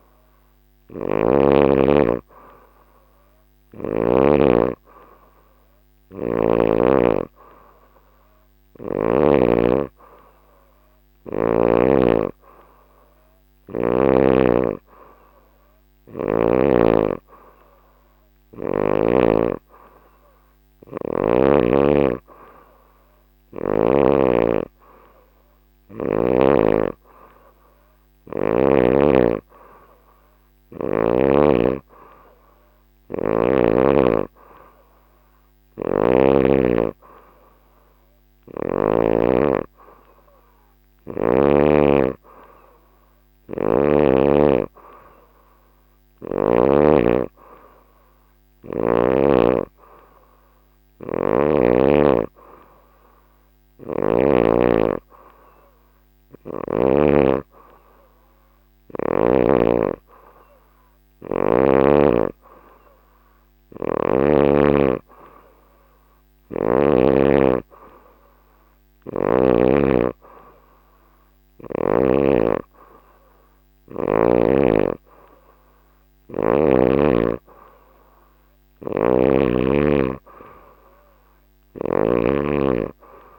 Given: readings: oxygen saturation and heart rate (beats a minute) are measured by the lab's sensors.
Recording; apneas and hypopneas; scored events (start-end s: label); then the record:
breathing in sleep by a microphone on the trachea; none
0.50-4.00 s: snoring (device-marked)
78.50-82.00 s: snoring (device-marked)
From the record:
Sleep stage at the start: N3 (deep sleep); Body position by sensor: on the back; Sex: female